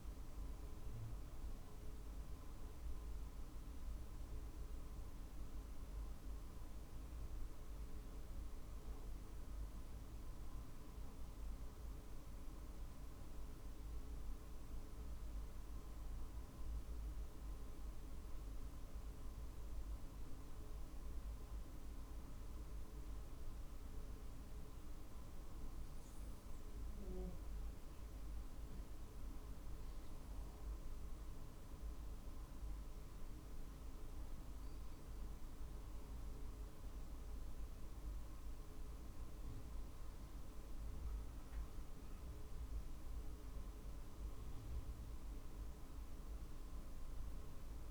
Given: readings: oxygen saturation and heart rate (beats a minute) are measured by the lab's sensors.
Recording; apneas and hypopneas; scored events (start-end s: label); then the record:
breathing in sleep, hard to hear, by a room microphone; none
1.00-47.91 s: new sleep stage, N2 (light sleep)
34.00-47.91 s: drop in pulse transit time (device-marked, heart rate 49 before, 49 extreme)
42.50-47.50 s: arousal
From the record:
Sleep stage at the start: N1 (lightest sleep); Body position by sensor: on the right side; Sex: male